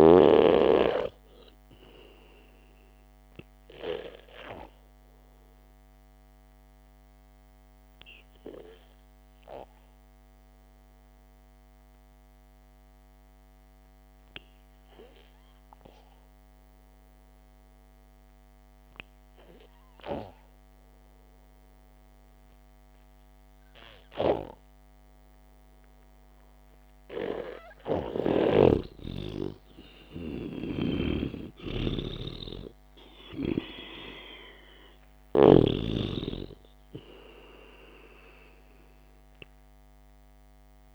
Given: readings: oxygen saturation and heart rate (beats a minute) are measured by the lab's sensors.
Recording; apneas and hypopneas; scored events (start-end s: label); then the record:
breathing in sleep by a microphone on the trachea; 1
3.00-21.00 s: oxygen desaturation (device-marked, oxygen 97% before, 90% lowest, heart rate 60 before, 53 extreme)
6.50-28.00 s: hypopnea (oxygen 97% before, 90% lowest, heart rate 58 before, 53 extreme)
27.00-35.00 s: oxygen desaturation (device-marked, oxygen 98% before, 95% lowest, heart rate 65 before, 54 extreme)
28.50-36.50 s: snoring (device-marked)
30.00-34.50 s: arousal
From the record:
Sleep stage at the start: N2 (light sleep); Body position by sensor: on the back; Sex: male